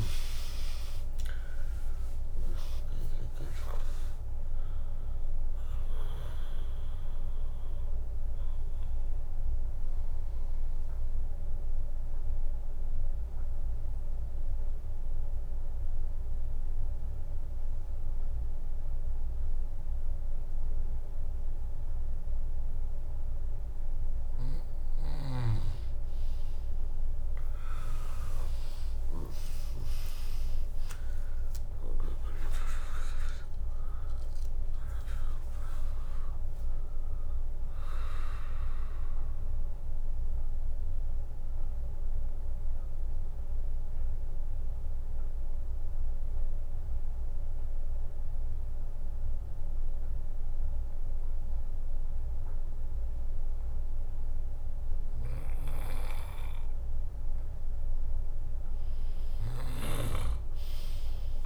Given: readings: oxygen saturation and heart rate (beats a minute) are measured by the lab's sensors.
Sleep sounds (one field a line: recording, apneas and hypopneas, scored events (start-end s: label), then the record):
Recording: breathing in sleep by a room microphone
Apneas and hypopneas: 2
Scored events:
0.00-3.50 s: arousal
0.00-15.00 s: drop in pulse transit time (device-marked, heart rate 69 extreme)
1.00-20.00 s: oxygen desaturation (device-marked, oxygen 99% before, 96% lowest, heart rate 67 before, 58 extreme)
10.50-24.00 s: mixed apnea (oxygen 99% before, 96% lowest, heart rate 75 before, 58 extreme, up 6 after)
21.00-25.00 s: bradycardia (device-marked, heart rate 79 before, 58 extreme)
27.00-32.00 s: arousal
31.00-45.00 s: drop in pulse transit time (device-marked, heart rate 72 before, 66 extreme)
34.00-51.00 s: oxygen desaturation (device-marked, oxygen 100% before, 96% lowest, heart rate 70 before, 57 extreme)
38.00-55.50 s: mixed apnea (oxygen 100% before, 96% lowest, heart rate 71 before, 57 extreme, up 7 after)
51.00-54.00 s: bradycardia (device-marked, heart rate 79 before, 64 extreme)
59.00-61.46 s: snoring (device-marked)
From the record:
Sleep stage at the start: N2 (light sleep)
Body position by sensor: on the right side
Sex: female